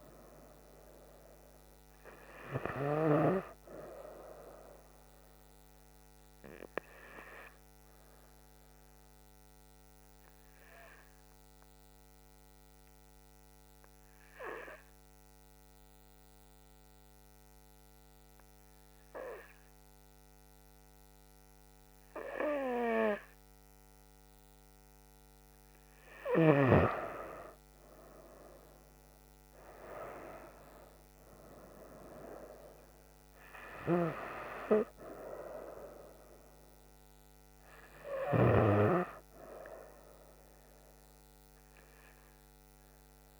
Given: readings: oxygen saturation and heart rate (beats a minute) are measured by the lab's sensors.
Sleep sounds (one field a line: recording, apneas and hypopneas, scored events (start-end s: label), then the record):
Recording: breathing in sleep by a microphone on the trachea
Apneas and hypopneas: 1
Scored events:
0.00-15.00 s: oxygen desaturation (device-marked, oxygen 92% lowest, heart rate 66 extreme)
8.50-25.00 s: hypopnea (oxygen 98% before, 91% lowest, heart rate 73 before, 67 extreme, up 7 after)
29.50-33.00 s: arousal
30.00-43.39 s: oxygen desaturation (device-marked, oxygen 96% before, 91% lowest, heart rate 69 before, 68 extreme)
From the record:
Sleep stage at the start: N2 (light sleep)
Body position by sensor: on the back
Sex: female